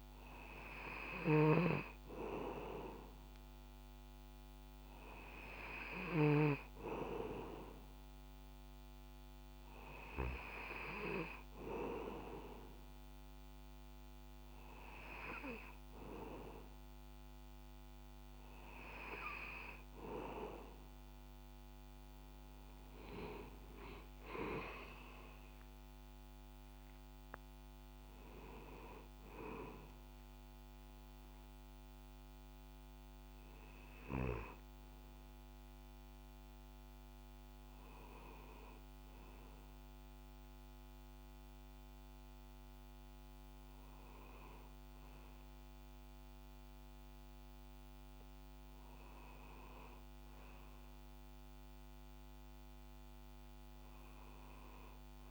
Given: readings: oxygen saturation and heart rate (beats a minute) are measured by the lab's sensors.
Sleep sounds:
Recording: breathing in sleep by a microphone on the trachea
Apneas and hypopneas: none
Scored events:
24.50-27.00 s: arousal
From the record:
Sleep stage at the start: N2 (light sleep)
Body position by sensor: on the back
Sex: male

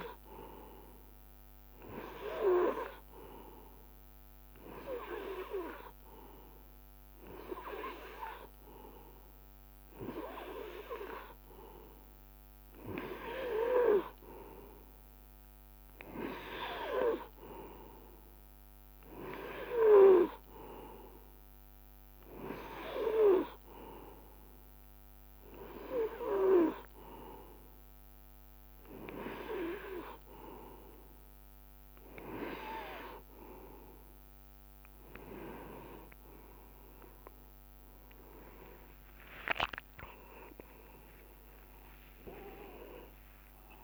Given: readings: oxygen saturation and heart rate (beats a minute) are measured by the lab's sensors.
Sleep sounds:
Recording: breathing in sleep by a microphone on the trachea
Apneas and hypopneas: none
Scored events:
40.50-42.50 s: long interval between heartbeats (device-marked, heart rate 66 before, 84 extreme)
40.50-43.84 s: arousal
41.50-43.84 s: tachycardia (device-marked, heart rate 66 before, 115 extreme)
From the record:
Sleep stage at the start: N2 (light sleep)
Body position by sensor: on the right side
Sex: male

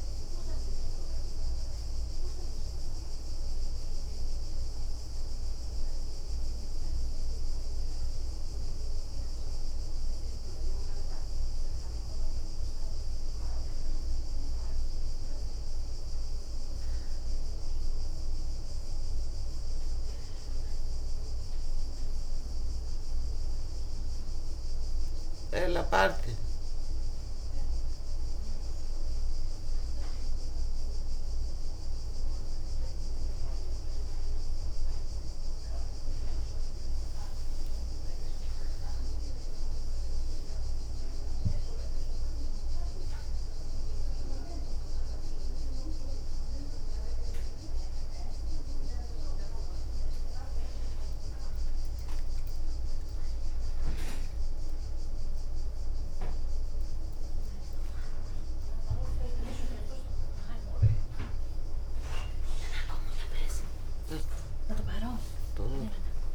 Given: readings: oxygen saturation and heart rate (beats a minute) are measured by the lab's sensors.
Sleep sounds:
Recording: a person awake in a sleep study, by a room microphone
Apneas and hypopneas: none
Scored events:
11.00-21.00 s: leg movement (device-marked)
24.50-26.50 s: leg movement (device-marked)
25.50-66.35 s: new sleep stage, awake
27.00-28.50 s: leg movement (device-marked)
32.50-34.50 s: leg movement (device-marked)
37.50-44.50 s: leg movement (device-marked)
49.50-52.00 s: leg movement (device-marked)
51.00-53.00 s: long interval between heartbeats (device-marked, heart rate 74 before, 93 extreme)
52.50-55.00 s: leg movement (device-marked)
58.00-59.50 s: leg movement (device-marked)
61.50-64.50 s: leg movement (device-marked)
From the record:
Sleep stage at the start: N1 (lightest sleep)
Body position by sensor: on the back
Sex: female

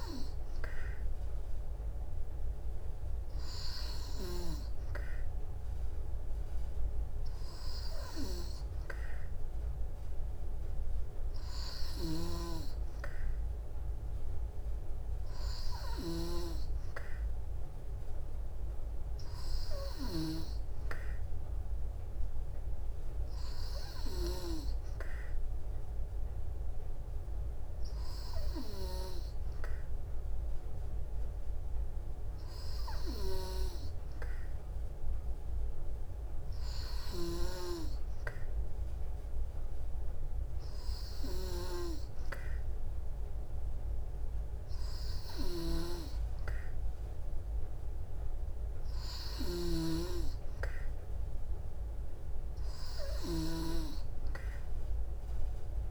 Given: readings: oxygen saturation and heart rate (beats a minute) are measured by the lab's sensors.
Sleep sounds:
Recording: breathing in sleep by a room microphone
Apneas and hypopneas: none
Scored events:
37.00-41.50 s: snoring (device-marked)
49.00-55.91 s: snoring (device-marked)
From the record:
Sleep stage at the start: N2 (light sleep)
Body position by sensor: on the back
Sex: female

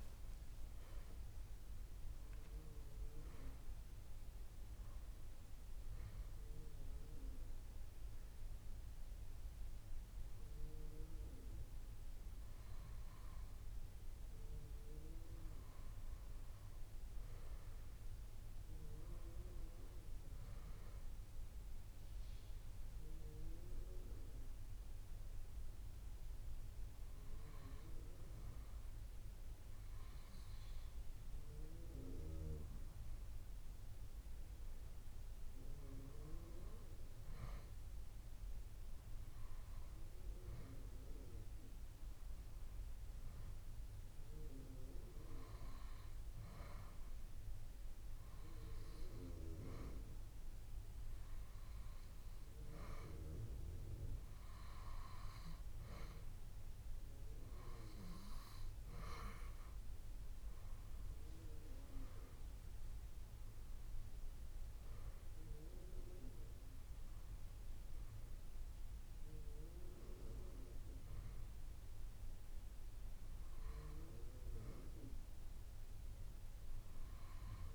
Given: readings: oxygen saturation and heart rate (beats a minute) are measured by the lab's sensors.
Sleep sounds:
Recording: breathing in sleep by a room microphone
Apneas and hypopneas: 1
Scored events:
0.00-8.00 s: drop in pulse transit time (device-marked)
4.50-6.50 s: long interval between heartbeats (device-marked, heart rate 37 before, 37 extreme)
11.00-13.00 s: long interval between heartbeats (device-marked, heart rate 36 before, 37 extreme)
13.00-15.00 s: long interval between heartbeats (device-marked, heart rate 36 before, 43 extreme)
16.00-19.50 s: arousal
20.00-30.00 s: drop in pulse transit time (device-marked)
21.00-32.50 s: hypopnea (oxygen 96% before, 92% lowest)
22.50-24.50 s: long interval between heartbeats (device-marked, heart rate 38 before, 26 extreme)
26.00-28.00 s: long interval between heartbeats (device-marked, heart rate 36 before, 33 extreme)
34.00-37.50 s: arousal
39.50-41.50 s: long interval between heartbeats (device-marked, heart rate 39 before, 49 extreme)
43.00-55.00 s: drop in pulse transit time (device-marked)
43.50-45.50 s: long interval between heartbeats (device-marked, heart rate 42 before, 40 extreme)
49.50-51.50 s: long interval between heartbeats (device-marked)
60.50-62.50 s: long interval between heartbeats (device-marked)
67.00-77.00 s: drop in pulse transit time (device-marked, heart rate 34 before, 39 extreme)
72.50-74.50 s: long interval between heartbeats (device-marked, heart rate 41 before, 58 extreme)
From the record:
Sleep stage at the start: N2 (light sleep)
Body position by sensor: on the back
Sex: female

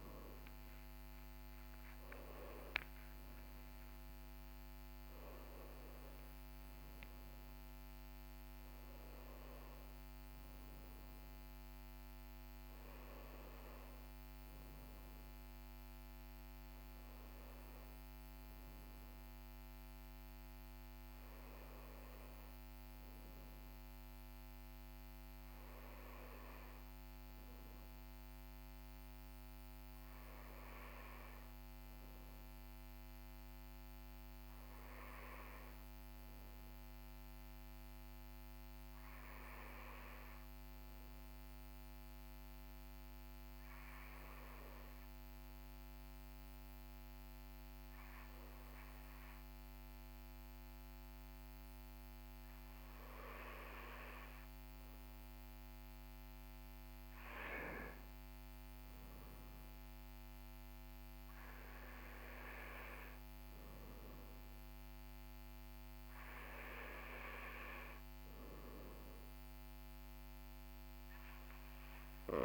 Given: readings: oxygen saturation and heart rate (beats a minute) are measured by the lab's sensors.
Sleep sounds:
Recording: a person partly awake in a sleep study, by a microphone on the trachea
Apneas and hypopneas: none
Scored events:
26.00-72.45 s: new sleep stage, N1 (lightest sleep)
From the record:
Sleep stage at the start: awake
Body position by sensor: on the right side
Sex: male

